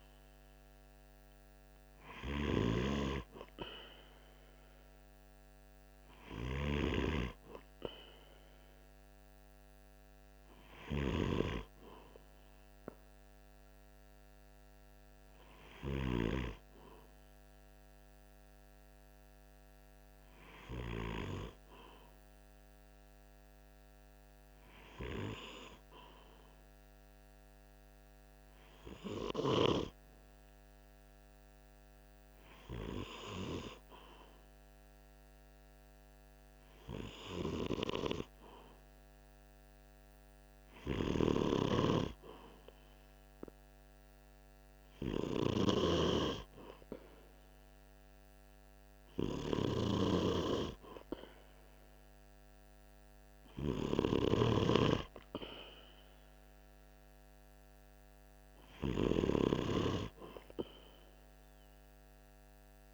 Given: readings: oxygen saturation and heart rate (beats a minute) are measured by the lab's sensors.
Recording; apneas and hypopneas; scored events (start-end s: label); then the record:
breathing in sleep by a microphone on the trachea; 1
14.50-41.00 s: hypopnea (oxygen 98% before, 94% lowest, heart rate 47 before, 45 extreme, up 1 after)
43.00-46.50 s: arousal
From the record:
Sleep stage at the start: N2 (light sleep); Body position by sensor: on the right side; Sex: male